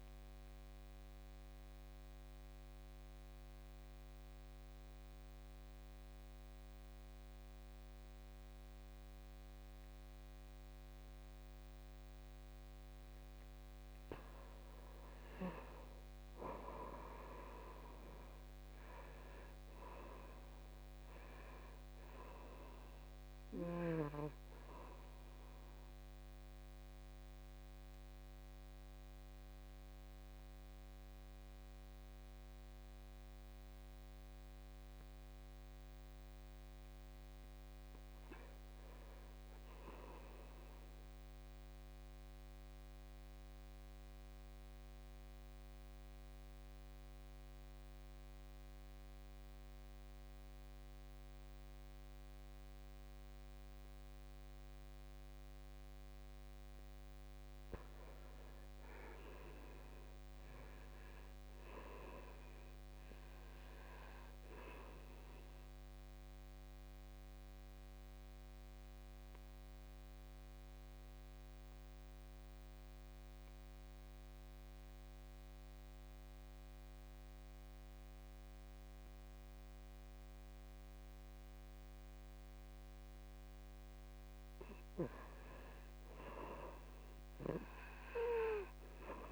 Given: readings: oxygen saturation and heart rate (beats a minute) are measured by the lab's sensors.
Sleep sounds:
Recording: breathing in sleep by a microphone on the trachea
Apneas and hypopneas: 3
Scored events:
0.00-21.00 s: oxygen desaturation (device-marked, oxygen 86% lowest, heart rate 52 extreme)
0.50-13.50 s: obstructive apnea (oxygen 98% before, 85% lowest, heart rate 55 before, 52 extreme, up 9 after)
17.50-22.00 s: arousal
32.00-42.00 s: oxygen desaturation (device-marked, oxygen 93% before, 85% lowest, heart rate 63 before, 56 extreme)
42.50-56.50 s: obstructive apnea (oxygen 94% before, 82% lowest, heart rate 59 before, 56 extreme, up 10 after)
55.00-85.00 s: oxygen desaturation (device-marked, oxygen 98% before, 84% lowest, heart rate 57 before, 57 extreme)
58.50-62.00 s: arousal
66.50-83.00 s: obstructive apnea (oxygen 99% before, 80% lowest, heart rate 60 before, 57 extreme, up 10 after)
85.00-88.00 s: arousal
From the record:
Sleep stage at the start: N2 (light sleep)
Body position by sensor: on the back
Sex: male

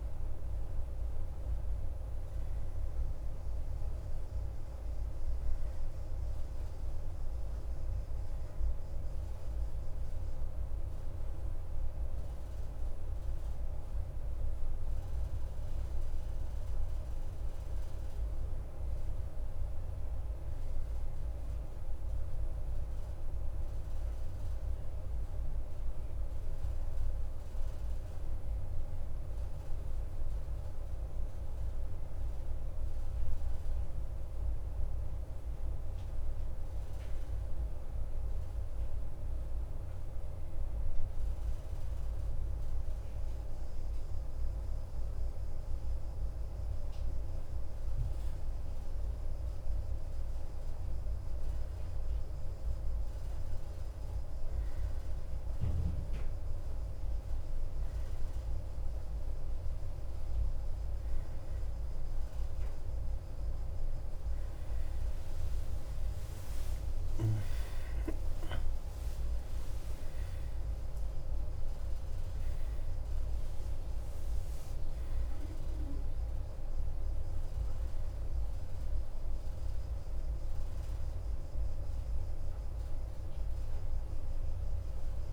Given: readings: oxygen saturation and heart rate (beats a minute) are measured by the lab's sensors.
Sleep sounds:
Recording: breathing in sleep, hard to hear, by a room microphone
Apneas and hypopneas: 1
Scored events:
11.00-36.00 s: oxygen desaturation (device-marked, oxygen 96% before, 89% lowest, heart rate 57 before, 54 extreme)
13.00-18.00 s: arousal
22.00-47.50 s: obstructive apnea (oxygen 96% before, 89% lowest, heart rate 57 before, 54 extreme, up 1 after)
58.00-77.00 s: oxygen desaturation (device-marked, oxygen 95% before, 90% lowest, heart rate 54 before, 54 extreme)
64.50-70.50 s: arousal
65.00-68.00 s: tachycardia (device-marked, heart rate 57 before, 89 extreme)
84.00-85.33 s: oxygen desaturation (device-marked, oxygen 92% before, 89% lowest, heart rate 79 before, 54 extreme)
From the record:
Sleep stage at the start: N1 (lightest sleep)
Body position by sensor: on the right side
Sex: male

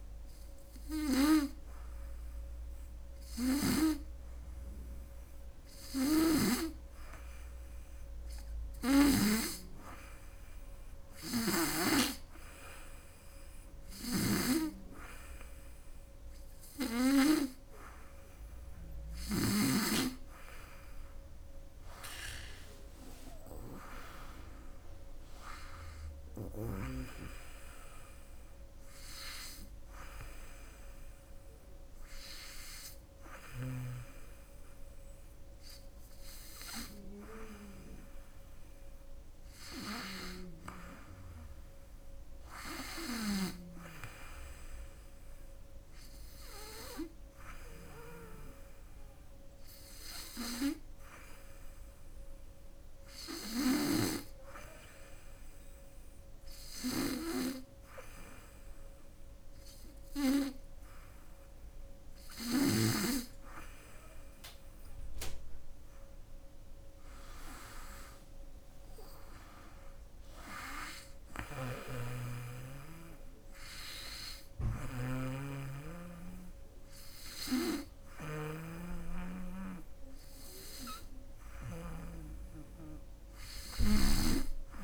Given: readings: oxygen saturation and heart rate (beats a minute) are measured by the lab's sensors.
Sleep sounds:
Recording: breathing in sleep by a room microphone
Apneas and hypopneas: none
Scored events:
0.00-3.50 s: snoring (device-marked)
5.50-9.00 s: snoring (device-marked)
13.50-19.00 s: snoring (device-marked)
71.00-81.50 s: snoring (device-marked)
83.50-84.84 s: snoring (device-marked)
From the record:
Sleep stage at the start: N2 (light sleep)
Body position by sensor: on the right side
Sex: female

